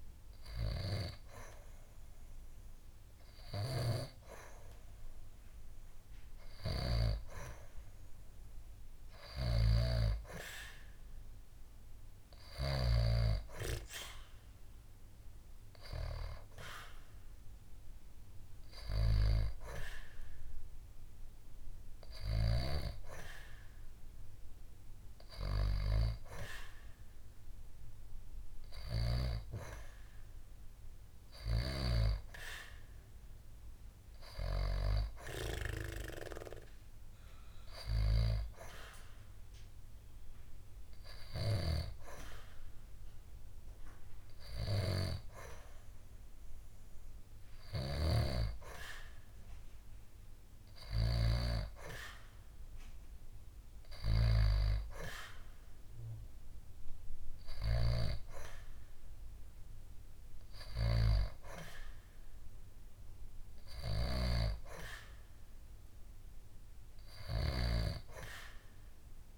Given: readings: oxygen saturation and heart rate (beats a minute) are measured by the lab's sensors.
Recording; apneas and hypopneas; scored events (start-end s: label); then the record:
breathing in sleep by a room microphone; none
none scored
From the record:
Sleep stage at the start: N2 (light sleep); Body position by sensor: on the back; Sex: female